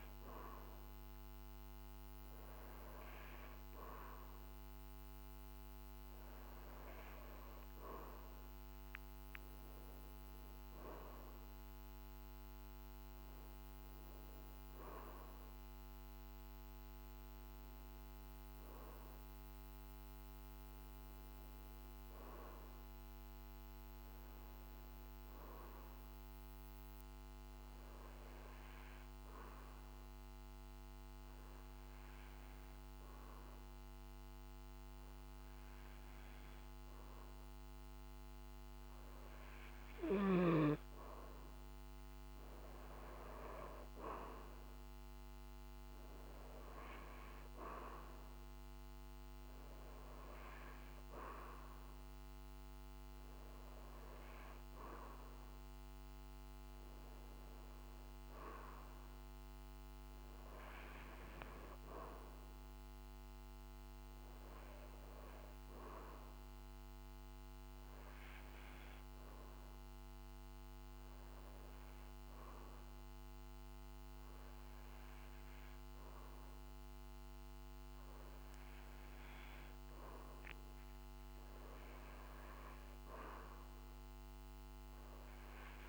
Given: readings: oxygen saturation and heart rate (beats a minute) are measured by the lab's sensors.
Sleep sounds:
breathing in sleep by a microphone on the trachea; 2
0.00-11.00 s: oxygen desaturation (device-marked, oxygen 92% lowest, heart rate 48 extreme)
24.50-39.50 s: hypopnea (oxygen 96% before, 94% lowest, heart rate 50 before, 49 extreme, up 4 after)
42.00-46.00 s: arousal
66.50-80.50 s: hypopnea (oxygen 96% before, 94% lowest, heart rate 51 before, 48 extreme, up 4 after)
82.50-85.89 s: arousal
From the record:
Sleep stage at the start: N2 (light sleep); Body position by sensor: on the back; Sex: male

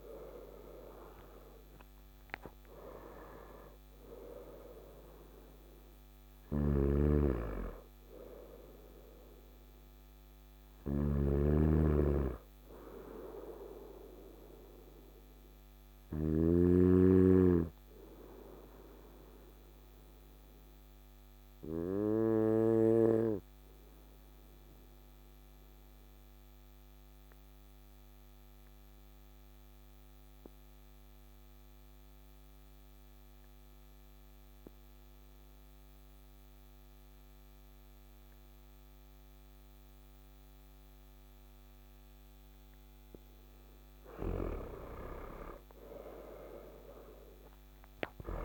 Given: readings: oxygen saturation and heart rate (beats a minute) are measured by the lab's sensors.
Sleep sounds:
breathing in sleep by a microphone on the trachea; 1
0.00-2.00 s: arousal
6.00-16.00 s: snoring (device-marked)
17.00-42.00 s: obstructive apnea (oxygen 98% before, 93% lowest, heart rate 63 before, 53 extreme, up 11 after)
40.00-48.45 s: oxygen desaturation (device-marked, oxygen 99% before, 93% lowest, heart rate 55 before, 55 extreme)
44.00-48.45 s: arousal
From the record:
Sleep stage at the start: N2 (light sleep); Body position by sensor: on the right side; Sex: male

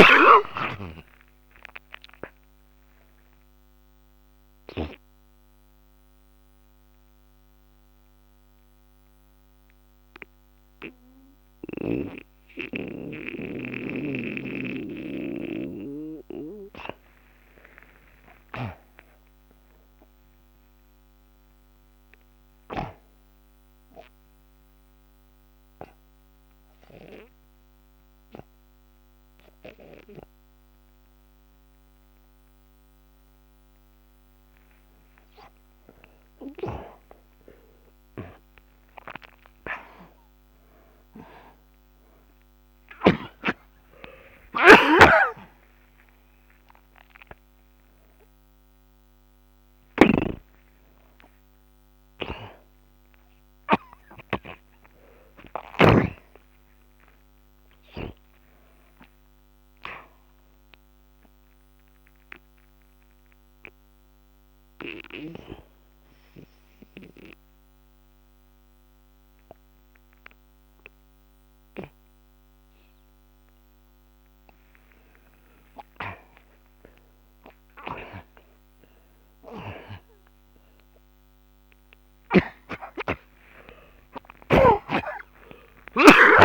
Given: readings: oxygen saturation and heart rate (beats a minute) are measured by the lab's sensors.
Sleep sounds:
breathing in sleep by a microphone on the trachea; 3
0.00-2.50 s: arousal
0.00-8.50 s: oxygen desaturation (device-marked, oxygen 83% lowest)
5.00-16.00 s: central apnea (oxygen 98% before, 80% lowest)
14.50-19.00 s: snoring (device-marked)
17.50-21.50 s: arousal
24.50-35.00 s: obstructive apnea (oxygen 98% before, 80% lowest, heart rate 71 before, 58 extreme, up 17 after)
24.50-41.50 s: oxygen desaturation (device-marked, oxygen 98% before, 91% lowest, heart rate 71 before, 58 extreme)
36.00-39.50 s: arousal
43.50-49.50 s: oxygen desaturation (device-marked, oxygen 94% before, 91% lowest)
50.00-56.50 s: snoring (device-marked)
55.50-67.50 s: oxygen desaturation (device-marked, oxygen 93% before, 80% lowest)
56.00-60.50 s: arousal
62.00-74.50 s: obstructive apnea (oxygen 94% before, 83% lowest)
82.50-86.45 s: oxygen desaturation (device-marked, oxygen 96% before, 85% lowest)
From the record:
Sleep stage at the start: N2 (light sleep); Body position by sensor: on the back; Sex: male

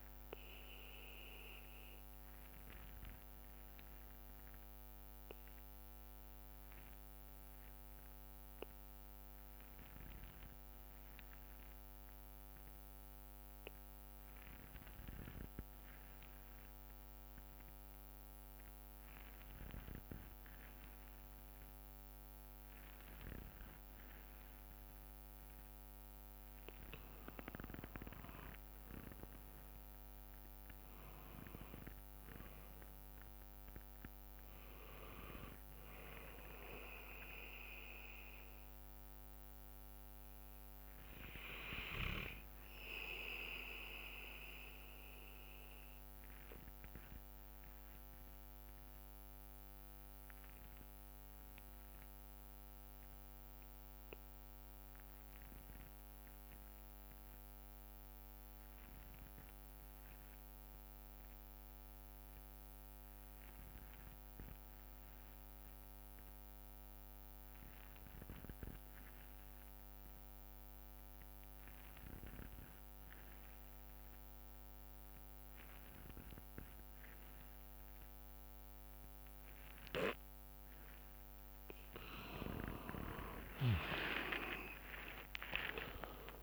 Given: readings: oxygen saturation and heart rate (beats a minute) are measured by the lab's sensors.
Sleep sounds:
breathing in sleep by a microphone on the trachea; 2
0.00-5.00 s: oxygen desaturation (device-marked, oxygen 90% lowest, heart rate 56 extreme)
0.50-24.50 s: obstructive apnea (oxygen 98% before, 91% lowest, heart rate 67 before, 56 extreme, up 1 after)
6.00-9.00 s: bradycardia (device-marked, heart rate 64 before, 60 extreme)
23.00-25.00 s: bradycardia (device-marked, heart rate 64 before, 60 extreme)
26.00-49.00 s: oxygen desaturation (device-marked, oxygen 98% before, 91% lowest, heart rate 60 before, 56 extreme)
26.50-31.00 s: arousal
36.00-57.00 s: bradycardia (device-marked, heart rate 64 before, 56 extreme)
46.50-81.50 s: obstructive apnea (oxygen 98% before, 86% lowest, heart rate 60 before, 57 extreme, up 59 after)
66.00-86.43 s: oxygen desaturation (device-marked, oxygen 99% before, 86% lowest, heart rate 58 before, 61 extreme)
71.00-86.43 s: new sleep stage, awake
83.00-86.43 s: tachycardia (device-marked, heart rate 62 before, 179 extreme)
84.00-86.00 s: long interval between heartbeats (device-marked, heart rate 62 before, 76 extreme)
85.00-86.43 s: drop in pulse transit time (device-marked, heart rate 62 before, 78 extreme)
From the record:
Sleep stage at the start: N2 (light sleep); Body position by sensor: on the back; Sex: male

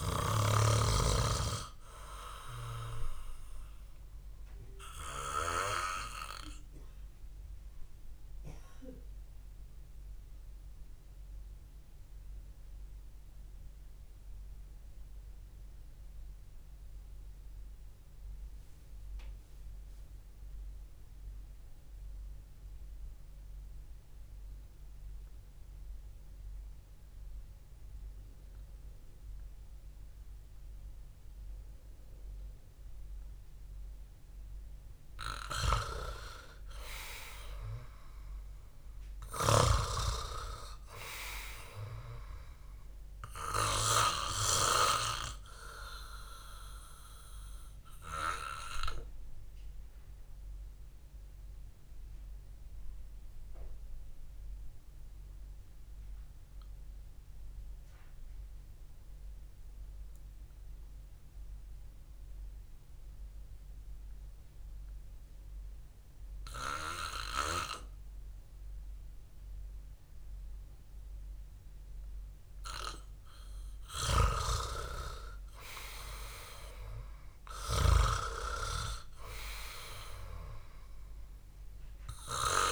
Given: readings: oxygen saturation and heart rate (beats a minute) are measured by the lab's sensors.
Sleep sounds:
breathing in sleep by a room microphone; 2
6.50-34.50 s: obstructive apnea (oxygen 98% before, 91% lowest, heart rate 68 before, 55 extreme, up 5 after)
36.50-40.50 s: arousal
42.00-53.00 s: oxygen desaturation (device-marked, oxygen 98% before, 95% lowest, heart rate 62 before, 59 extreme)
47.50-73.50 s: obstructive apnea (oxygen 98% before, 91% lowest, heart rate 59 before, 56 extreme, up 3 after)
55.00-74.00 s: oxygen desaturation (device-marked, oxygen 96% before, 91% lowest, heart rate 60 before, 56 extreme)
74.50-78.50 s: snoring (device-marked)
75.50-79.50 s: arousal
From the record:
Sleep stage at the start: REM sleep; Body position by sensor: on the back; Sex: male

